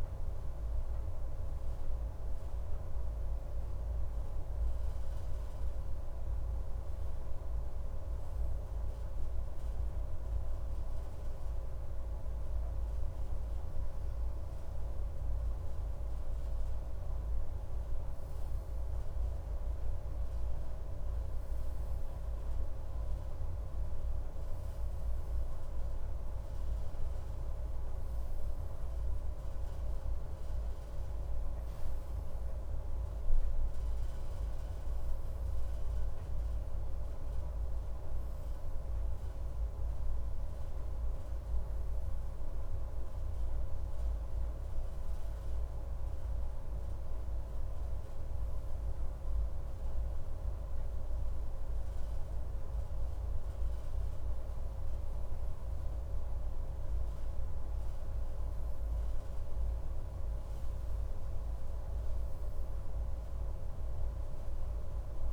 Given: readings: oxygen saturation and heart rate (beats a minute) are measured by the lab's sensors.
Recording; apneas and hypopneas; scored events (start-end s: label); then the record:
breathing in sleep, hard to hear, by a room microphone; 1
2.00-13.00 s: hypopnea (oxygen 97% before, 95% lowest)
16.50-21.50 s: arousal
From the record:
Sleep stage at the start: N1 (lightest sleep); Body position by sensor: on the left side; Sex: male